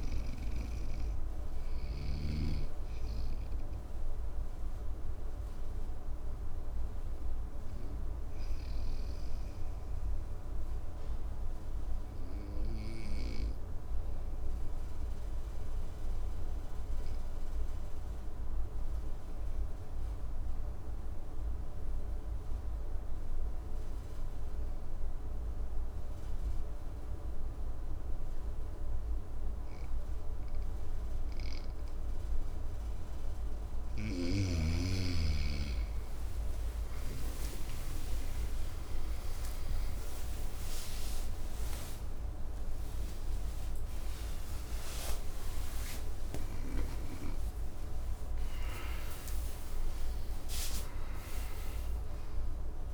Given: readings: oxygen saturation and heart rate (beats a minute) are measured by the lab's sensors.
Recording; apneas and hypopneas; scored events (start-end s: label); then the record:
breathing in sleep by a room microphone; 1
0.00-2.00 s: oxygen desaturation (device-marked, oxygen 91% lowest, heart rate 53 extreme)
0.00-2.00 s: snoring (device-marked)
3.50-32.00 s: obstructive apnea (oxygen 98% before, 91% lowest, heart rate 62 before, 53 extreme, up 20 after)
35.50-43.50 s: arousal
From the record:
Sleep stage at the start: N2 (light sleep); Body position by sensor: on the right side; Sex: male